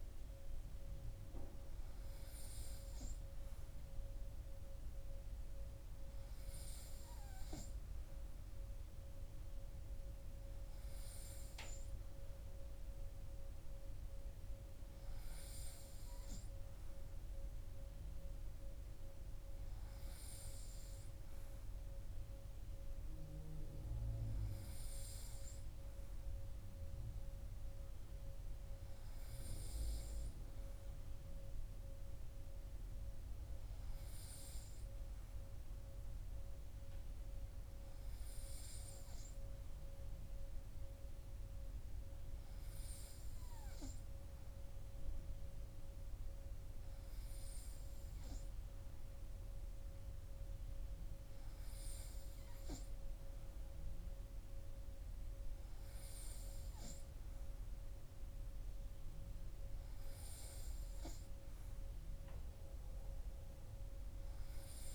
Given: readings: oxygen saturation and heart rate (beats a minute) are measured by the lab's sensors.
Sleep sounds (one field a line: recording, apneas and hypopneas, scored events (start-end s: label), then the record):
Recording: breathing in sleep, hard to hear, by a room microphone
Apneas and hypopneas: none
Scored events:
none scored
From the record:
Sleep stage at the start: N3 (deep sleep)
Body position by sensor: on the right side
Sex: male